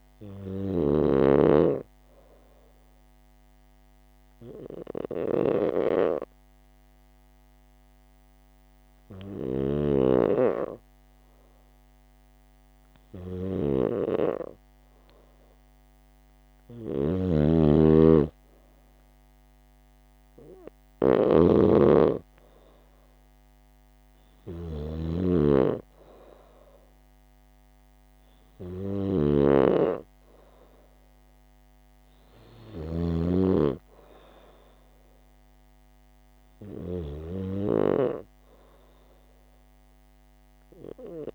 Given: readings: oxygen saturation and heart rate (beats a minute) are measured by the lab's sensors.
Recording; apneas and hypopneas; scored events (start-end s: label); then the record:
breathing in sleep by a microphone on the trachea; 1
0.00-1.50 s: snoring (device-marked)
3.00-16.50 s: hypopnea (oxygen 97% before, 88% lowest, heart rate 79 before, 76 extreme, up 4 after)
9.50-37.50 s: snoring (device-marked)
19.50-22.50 s: arousal
From the record:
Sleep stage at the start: N2 (light sleep); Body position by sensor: on the right side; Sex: female